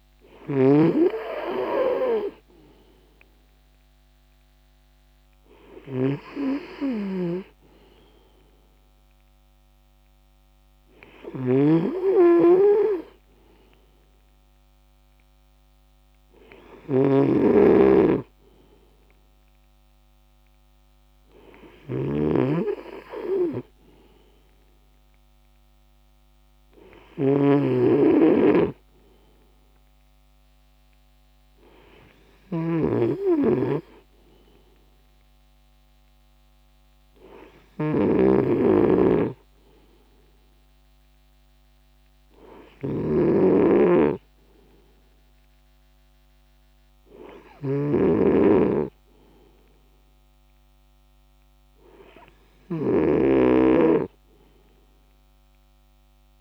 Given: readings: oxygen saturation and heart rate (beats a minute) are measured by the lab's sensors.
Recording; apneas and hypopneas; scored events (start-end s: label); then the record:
breathing in sleep by a microphone on the trachea; none
22.00-48.00 s: snoring (device-marked)
From the record:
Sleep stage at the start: N2 (light sleep); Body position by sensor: on the right side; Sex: male